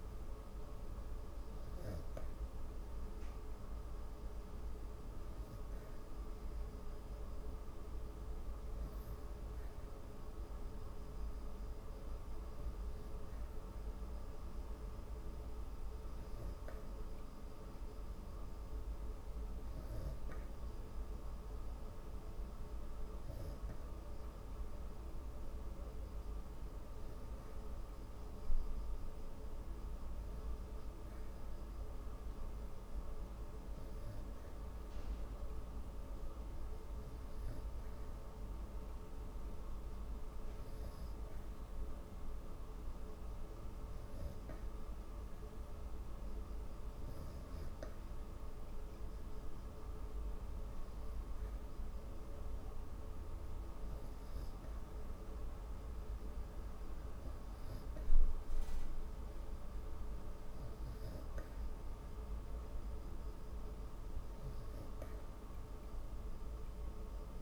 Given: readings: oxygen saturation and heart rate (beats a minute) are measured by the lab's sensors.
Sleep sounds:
breathing in sleep, hard to hear, by a room microphone; none
none scored
From the record:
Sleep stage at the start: N3 (deep sleep); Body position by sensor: on the back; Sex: female

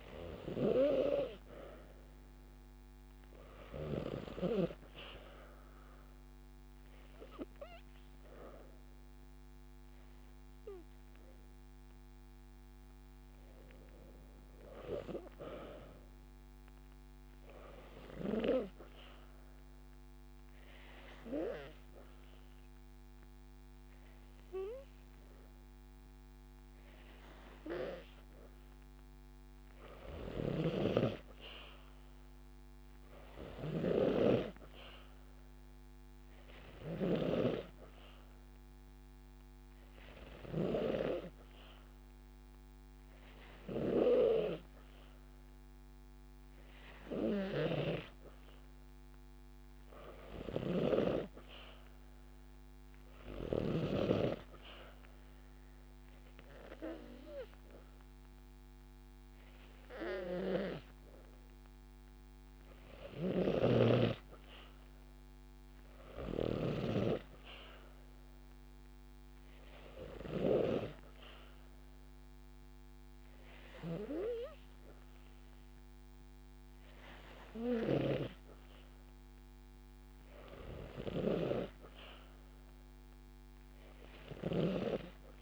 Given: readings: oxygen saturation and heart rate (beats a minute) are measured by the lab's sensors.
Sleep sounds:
breathing in sleep by a microphone on the trachea; 2
13.00-16.00 s: arousal
19.00-29.50 s: obstructive apnea (oxygen 95% before, 92% lowest)
24.00-30.00 s: drop in pulse transit time (device-marked)
28.50-30.50 s: long interval between heartbeats (device-marked)
32.50-36.50 s: arousal
55.00-65.00 s: obstructive apnea (oxygen 95% before, 92% lowest)
67.00-70.50 s: arousal
From the record:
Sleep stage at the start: N2 (light sleep); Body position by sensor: on the back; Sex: female

